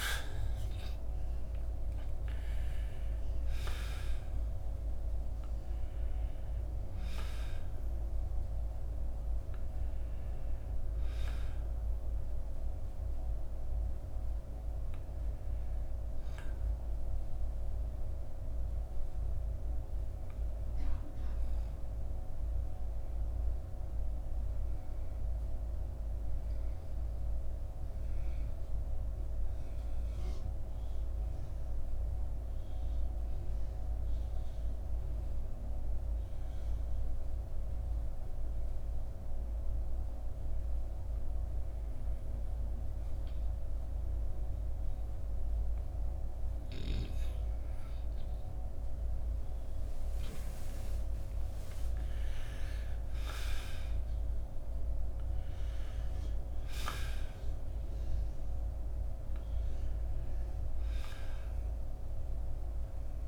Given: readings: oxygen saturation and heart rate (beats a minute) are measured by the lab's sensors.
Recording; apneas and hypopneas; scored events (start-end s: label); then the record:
breathing in sleep, hard to hear, by a room microphone; 1
0.00-1.50 s: arousal
1.00-37.00 s: oxygen desaturation (device-marked, oxygen 96% before, 88% lowest, heart rate 55 before, 47 extreme)
17.50-48.00 s: obstructive apnea (oxygen 96% before, 88% lowest, heart rate 60 before, 49 extreme, up 8 after)
49.50-53.50 s: arousal
From the record:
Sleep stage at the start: N2 (light sleep); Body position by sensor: on the back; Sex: male